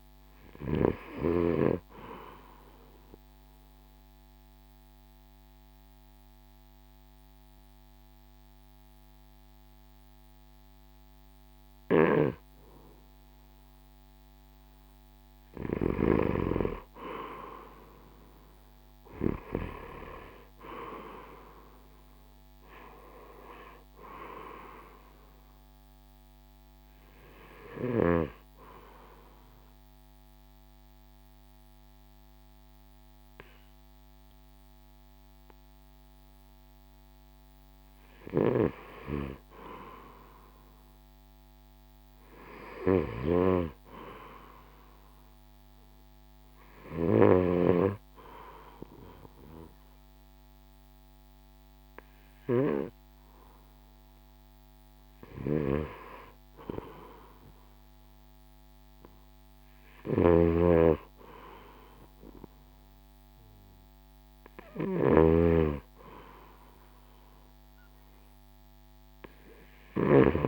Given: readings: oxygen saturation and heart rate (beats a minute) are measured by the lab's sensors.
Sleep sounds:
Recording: breathing in sleep by a microphone on the trachea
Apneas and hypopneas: 2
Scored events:
0.00-1.00 s: arousal
2.50-15.00 s: obstructive apnea (oxygen 94% before, 88% lowest, heart rate 66 before, 59 extreme, up 12 after)
16.50-19.50 s: arousal
21.00-34.00 s: drop in pulse transit time (device-marked, heart rate 64 before, 59 extreme)
24.00-42.00 s: oxygen desaturation (device-marked, oxygen 94% before, 88% lowest, heart rate 65 before, 59 extreme)
29.50-39.50 s: obstructive apnea (oxygen 94% before, 88% lowest, heart rate 66 before, 62 extreme, up 11 after)
43.00-47.00 s: arousal
55.50-70.48 s: snoring (device-marked)
69.00-70.48 s: oxygen desaturation (device-marked, oxygen 95% before, 91% lowest, heart rate 65 before, 64 extreme)
From the record:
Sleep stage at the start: N2 (light sleep)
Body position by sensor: on the right side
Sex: male

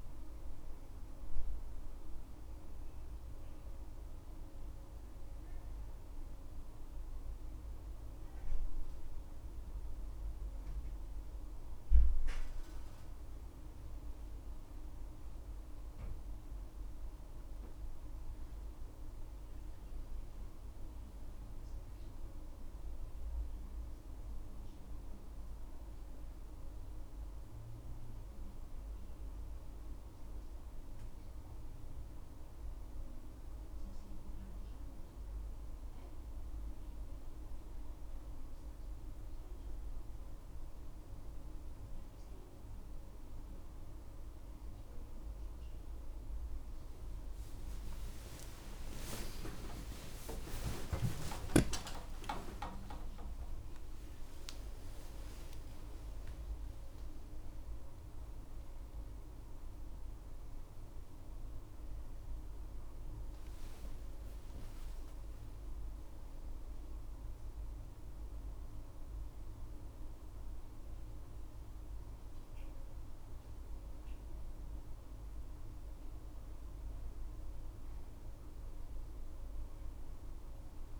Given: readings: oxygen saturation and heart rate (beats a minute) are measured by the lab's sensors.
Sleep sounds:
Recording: a person awake in a sleep study, hard to hear, by a room microphone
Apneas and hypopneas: none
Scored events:
4.00-34.00 s: new sleep stage, N1 (lightest sleep)
34.00-81.00 s: new sleep stage, awake
From the record:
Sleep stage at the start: N2 (light sleep)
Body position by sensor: on the back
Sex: female

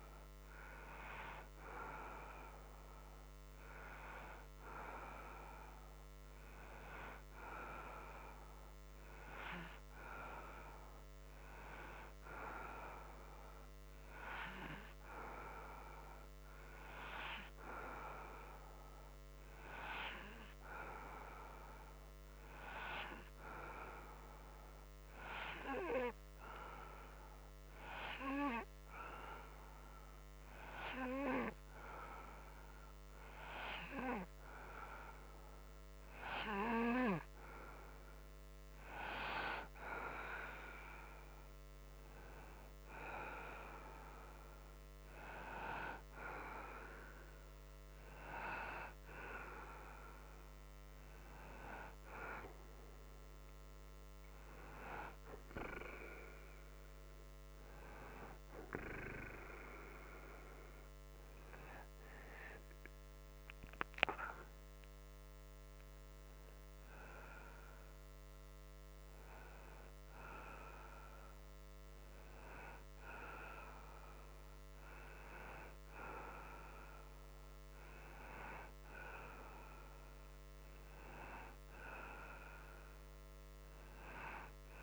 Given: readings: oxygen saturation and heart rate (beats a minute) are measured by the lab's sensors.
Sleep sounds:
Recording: breathing in sleep by a microphone on the trachea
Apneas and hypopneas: none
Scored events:
none scored
From the record:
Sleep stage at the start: N2 (light sleep)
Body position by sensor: upright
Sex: male

